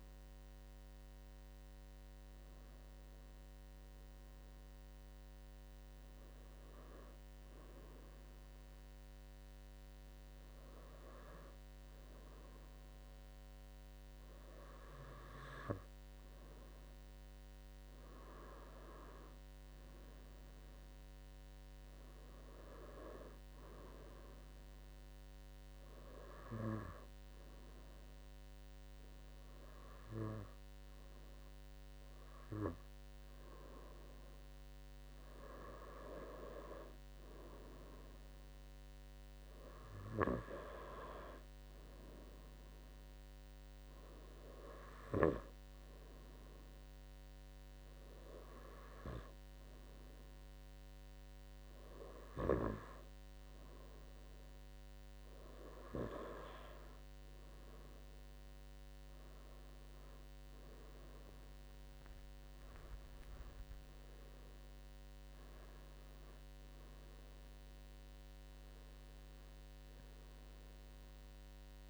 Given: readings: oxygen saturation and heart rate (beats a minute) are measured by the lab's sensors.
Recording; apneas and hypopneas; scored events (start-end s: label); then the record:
breathing in sleep by a microphone on the trachea; 2
4.00-17.00 s: obstructive apnea (oxygen 96% before, 93% lowest, heart rate 86 before, 83 extreme, up 5 after)
18.50-21.50 s: arousal
44.50-57.00 s: obstructive apnea (oxygen 95% before, 93% lowest, heart rate 84 before, 83 extreme, up 8 after)
59.50-63.00 s: arousal
From the record:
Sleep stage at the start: N2 (light sleep); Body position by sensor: on the right side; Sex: male